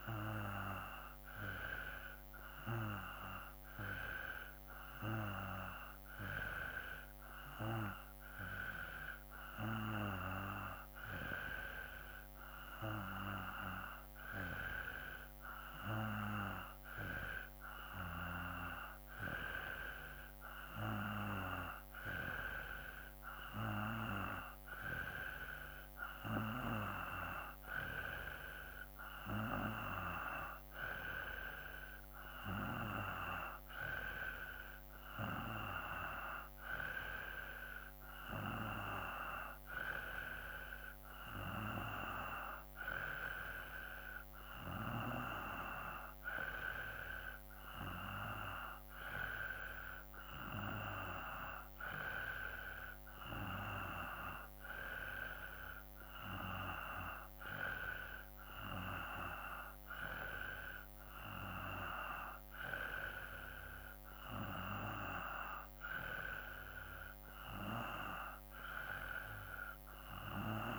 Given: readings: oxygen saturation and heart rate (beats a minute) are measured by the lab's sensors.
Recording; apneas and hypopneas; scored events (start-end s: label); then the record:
breathing in sleep by a microphone on the trachea; none
none scored
From the record:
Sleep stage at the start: N2 (light sleep); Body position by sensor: on the back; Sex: male